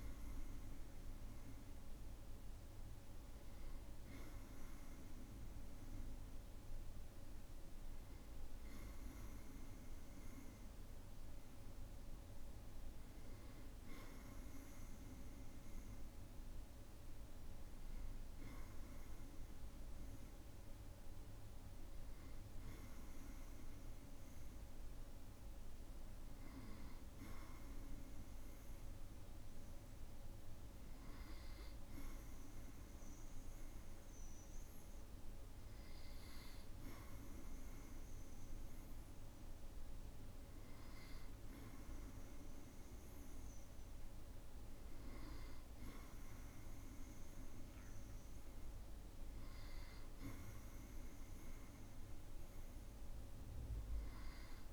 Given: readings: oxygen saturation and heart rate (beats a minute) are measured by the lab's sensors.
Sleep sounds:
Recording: breathing in sleep, hard to hear, by a room microphone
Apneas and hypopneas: none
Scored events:
none scored
From the record:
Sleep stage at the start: N2 (light sleep)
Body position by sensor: on the back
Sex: male

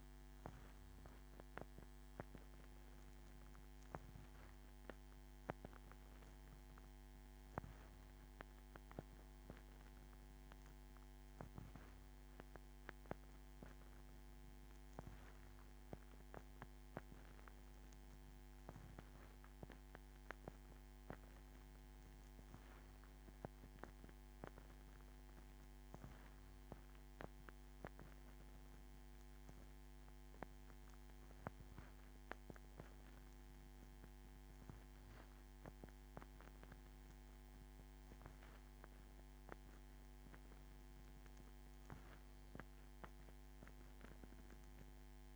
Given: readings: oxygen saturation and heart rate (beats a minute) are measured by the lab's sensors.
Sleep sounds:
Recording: breathing in sleep by a microphone on the trachea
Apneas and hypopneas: none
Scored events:
none scored
From the record:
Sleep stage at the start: N2 (light sleep)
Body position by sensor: on the back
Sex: female

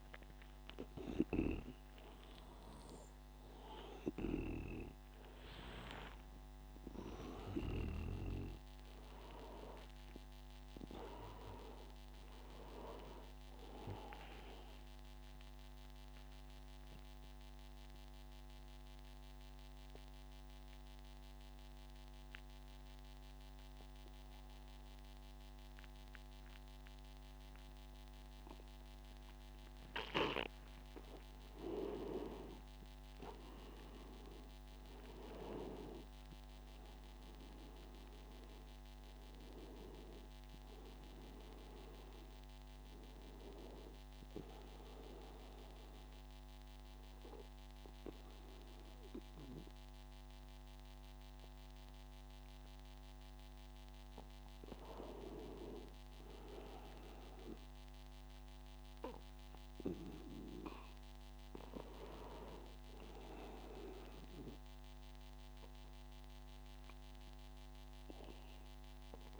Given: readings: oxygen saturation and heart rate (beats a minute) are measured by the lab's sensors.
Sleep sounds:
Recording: breathing in sleep by a microphone on the trachea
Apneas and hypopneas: 2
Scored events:
1.50-13.50 s: oxygen desaturation (device-marked, oxygen 98% before, 92% lowest, heart rate 88 before, 83 extreme)
14.50-30.50 s: obstructive apnea (oxygen 98% before, 90% lowest, heart rate 93 before, 81 extreme, up 5 after)
32.00-36.50 s: arousal
33.50-56.50 s: oxygen desaturation (device-marked, oxygen 97% before, 90% lowest, heart rate 89 before, 81 extreme)
45.00-56.00 s: obstructive apnea (oxygen 97% before, 90% lowest, heart rate 85 before, 81 extreme, up 10 after)
From the record:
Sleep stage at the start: N2 (light sleep)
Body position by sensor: on the back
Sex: male

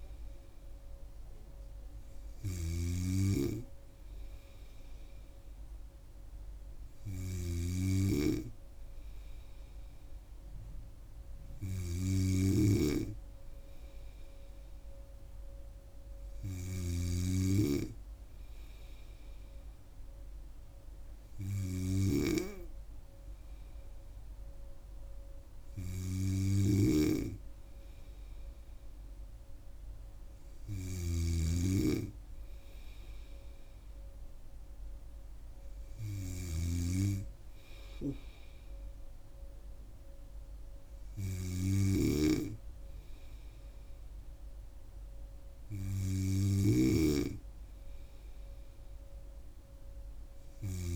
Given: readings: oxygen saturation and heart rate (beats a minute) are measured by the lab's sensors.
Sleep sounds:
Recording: breathing in sleep by a room microphone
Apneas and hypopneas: none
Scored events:
0.00-50.95 s: snoring (device-marked)
From the record:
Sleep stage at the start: N2 (light sleep)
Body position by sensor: on the right side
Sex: female

